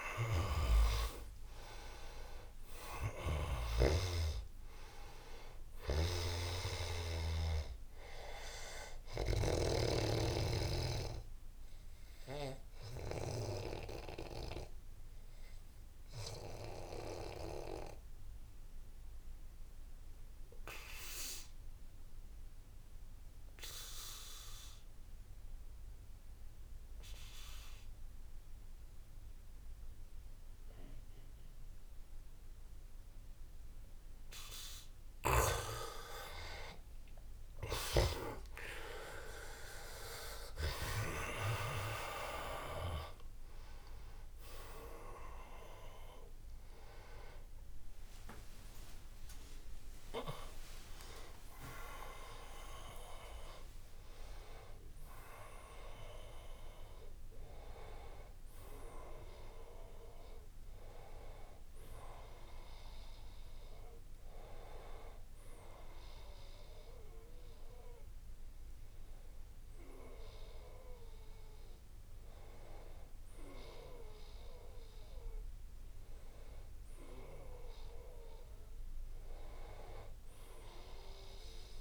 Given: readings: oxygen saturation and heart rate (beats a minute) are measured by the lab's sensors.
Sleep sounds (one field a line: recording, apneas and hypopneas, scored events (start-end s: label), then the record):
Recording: breathing in sleep by a room microphone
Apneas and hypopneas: 1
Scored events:
0.00-17.00 s: oxygen desaturation (device-marked, oxygen 88% lowest, heart rate 75 extreme)
3.50-10.00 s: snoring (device-marked)
10.50-35.00 s: obstructive apnea (oxygen 97% before, 84% lowest, heart rate 84 before, 75 extreme, up 5 after)
35.00-64.00 s: oxygen desaturation (device-marked, oxygen 99% before, 84% lowest, heart rate 78 before, 77 extreme)
37.00-41.50 s: arousal
45.00-56.00 s: tachycardia (device-marked, heart rate 82 before, 148 extreme)
54.00-81.81 s: new sleep stage, N1 (lightest sleep)
From the record:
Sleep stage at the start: N2 (light sleep)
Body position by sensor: on the back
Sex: male